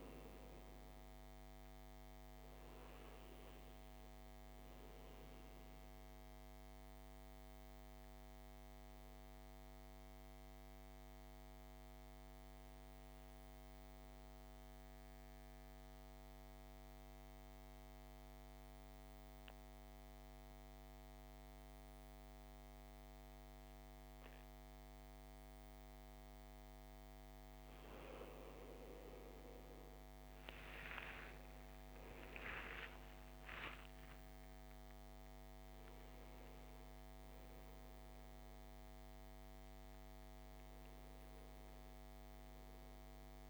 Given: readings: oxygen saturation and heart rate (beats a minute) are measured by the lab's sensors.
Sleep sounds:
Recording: breathing in sleep, hard to hear, by a microphone on the trachea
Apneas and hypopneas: 1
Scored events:
0.00-21.00 s: oxygen desaturation (device-marked, oxygen 91% lowest, heart rate 53 extreme)
5.00-27.00 s: obstructive apnea (oxygen 97% before, 86% lowest, heart rate 58 before, 51 extreme, up 12 after)
30.00-34.00 s: arousal
31.00-43.50 s: oxygen desaturation (device-marked, oxygen 99% before, 86% lowest, heart rate 55 before, 51 extreme)
From the record:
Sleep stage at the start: N2 (light sleep)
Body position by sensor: on the back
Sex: male

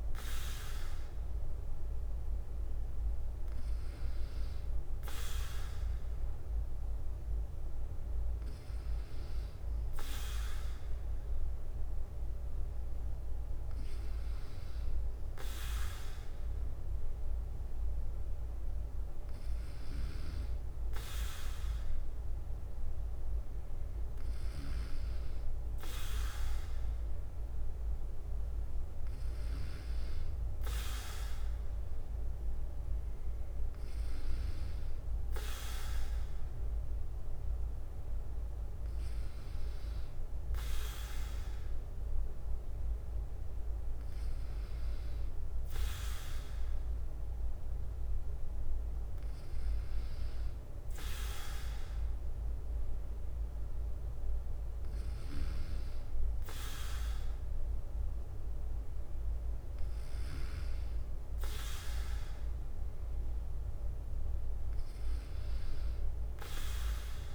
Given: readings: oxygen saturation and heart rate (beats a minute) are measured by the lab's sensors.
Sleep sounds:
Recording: breathing in sleep by a room microphone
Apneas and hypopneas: none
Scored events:
0.00-45.00 s: bradycardia (device-marked, heart rate 52 extreme)
48.00-67.35 s: bradycardia (device-marked, heart rate 58 before, 57 extreme)
From the record:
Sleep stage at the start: N2 (light sleep)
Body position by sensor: on the back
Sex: male

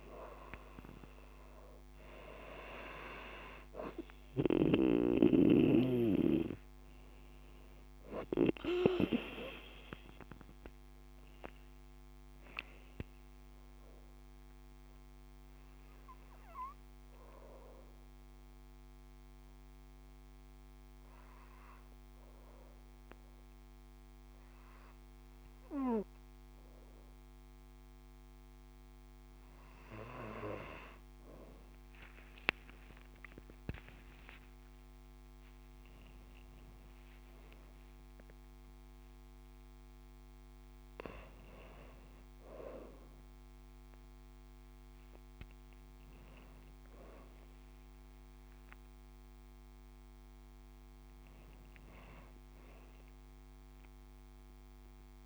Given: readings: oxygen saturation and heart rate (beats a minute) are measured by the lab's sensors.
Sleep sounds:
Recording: breathing in sleep by a microphone on the trachea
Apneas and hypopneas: 1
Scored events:
2.50-25.50 s: oxygen desaturation (device-marked, oxygen 96% before, 93% lowest)
15.00-29.50 s: obstructive apnea (oxygen 96% before, 93% lowest)
32.50-36.50 s: arousal
From the record:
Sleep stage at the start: N2 (light sleep)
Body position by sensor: on the right side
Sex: female

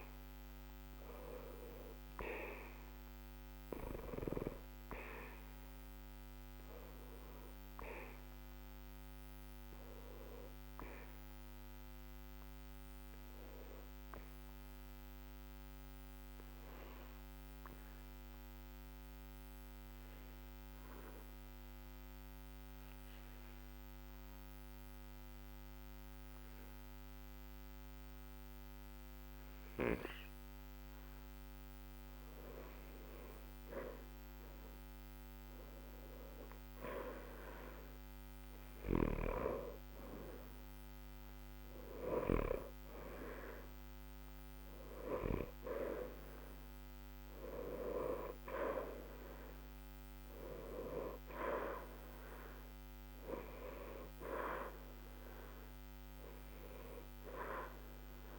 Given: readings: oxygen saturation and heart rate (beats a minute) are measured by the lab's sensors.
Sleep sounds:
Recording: breathing in sleep by a microphone on the trachea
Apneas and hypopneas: 1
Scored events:
0.00-28.00 s: oxygen desaturation (device-marked, oxygen 93% before, 89% lowest, heart rate 61 before, 60 extreme)
15.00-33.50 s: central apnea (oxygen 94% before, 88% lowest, heart rate 60 before, 60 extreme, up 3 after)
36.50-40.50 s: arousal
48.00-58.39 s: oxygen desaturation (device-marked, oxygen 93% before, 88% lowest, heart rate 61 before, 60 extreme)
From the record:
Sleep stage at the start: N2 (light sleep)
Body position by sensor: on the back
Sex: male

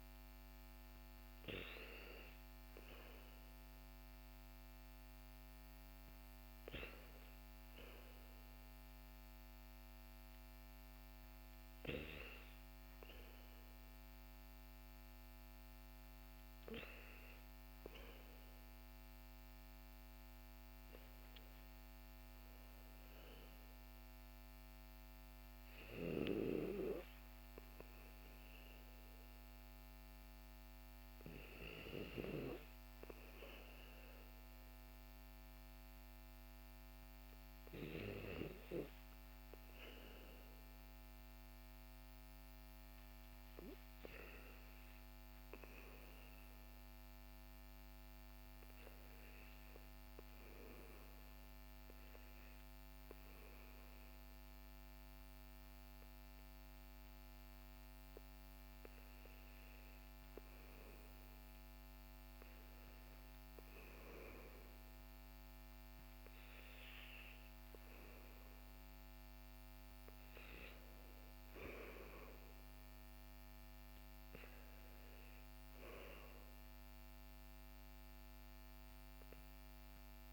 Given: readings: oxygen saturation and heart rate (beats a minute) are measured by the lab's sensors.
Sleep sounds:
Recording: breathing in sleep by a microphone on the trachea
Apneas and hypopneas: none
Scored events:
none scored
From the record:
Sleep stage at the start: REM sleep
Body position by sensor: on the back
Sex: male

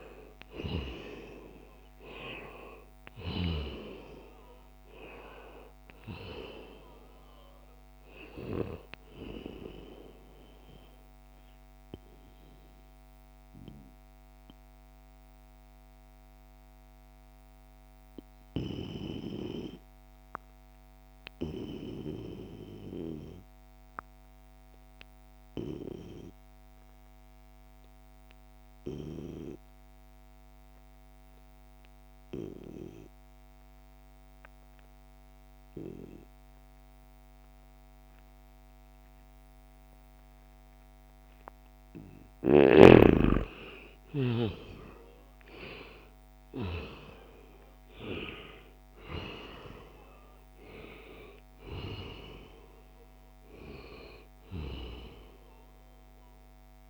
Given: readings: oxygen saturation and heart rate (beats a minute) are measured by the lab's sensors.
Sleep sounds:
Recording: breathing in sleep by a microphone on the trachea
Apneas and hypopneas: 1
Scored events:
0.00-2.50 s: arousal
0.00-19.00 s: oxygen desaturation (device-marked, oxygen 88% lowest, heart rate 57 extreme)
11.00-39.50 s: mixed apnea (oxygen 96% before, 88% lowest, heart rate 72 before, 57 extreme, up 9 after)
35.00-40.00 s: bradycardia (device-marked, heart rate 79 before, 59 extreme)
39.00-56.90 s: oxygen desaturation (device-marked, oxygen 96% before, 88% lowest, heart rate 63 before, 59 extreme)
41.00-44.50 s: arousal
From the record:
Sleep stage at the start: N2 (light sleep)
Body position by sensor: on the back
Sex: male

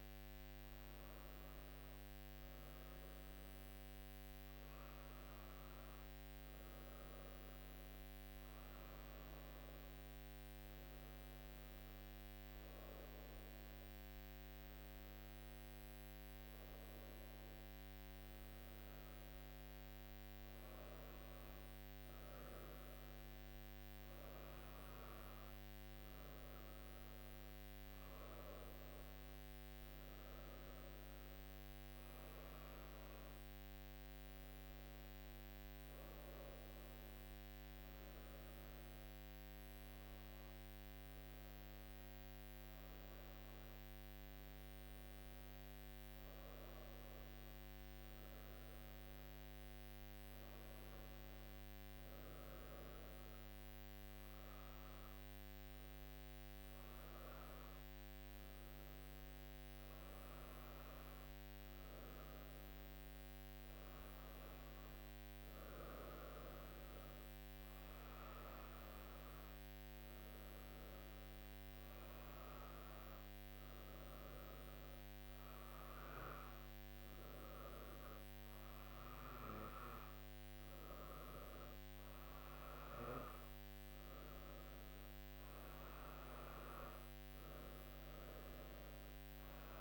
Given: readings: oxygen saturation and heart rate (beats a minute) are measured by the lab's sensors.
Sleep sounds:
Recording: breathing in sleep, hard to hear, by a microphone on the trachea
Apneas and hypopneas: none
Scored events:
none scored
From the record:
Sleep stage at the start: N2 (light sleep)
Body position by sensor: on the right side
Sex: female

